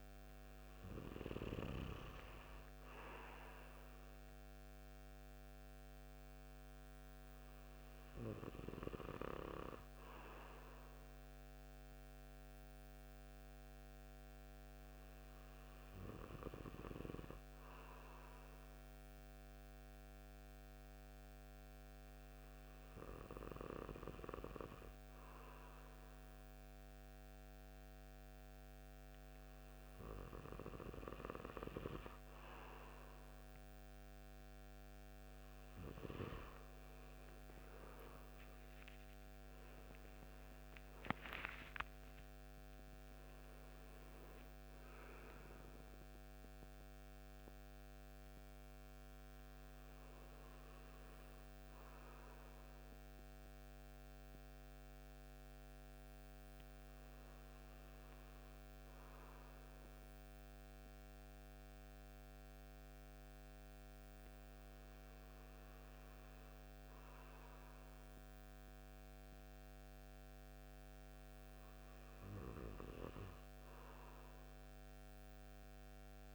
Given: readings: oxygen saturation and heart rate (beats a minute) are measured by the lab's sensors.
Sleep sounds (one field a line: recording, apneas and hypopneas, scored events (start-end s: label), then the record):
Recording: breathing in sleep by a microphone on the trachea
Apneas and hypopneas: none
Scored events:
39.00-44.00 s: arousal
From the record:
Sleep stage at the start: N2 (light sleep)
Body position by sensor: on the right side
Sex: male